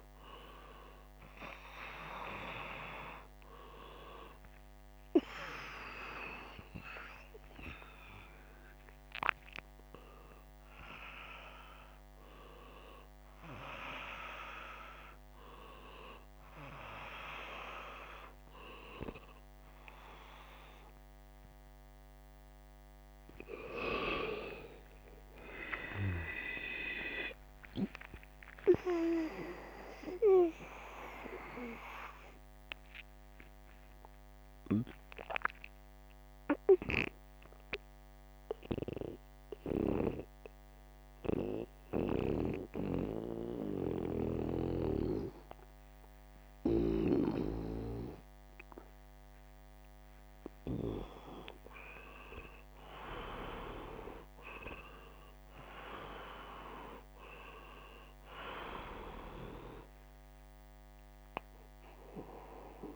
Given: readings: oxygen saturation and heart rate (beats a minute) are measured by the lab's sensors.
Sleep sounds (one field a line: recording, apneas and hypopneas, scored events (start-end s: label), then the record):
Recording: a person partly awake in a sleep study, by a microphone on the trachea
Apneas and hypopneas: 1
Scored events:
20.00-50.00 s: new sleep stage, N1 (lightest sleep)
31.50-50.00 s: mixed apnea (oxygen 97% before, 86% lowest, heart rate 30 before, 27 extreme, up 43 after)
50.00-54.50 s: arousal
50.00-62.96 s: new sleep stage, N2 (light sleep)
54.00-62.96 s: oxygen desaturation (device-marked, oxygen 98% before, 92% lowest, heart rate 55 before, 68 extreme)
From the record:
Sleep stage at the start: awake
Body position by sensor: upright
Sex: male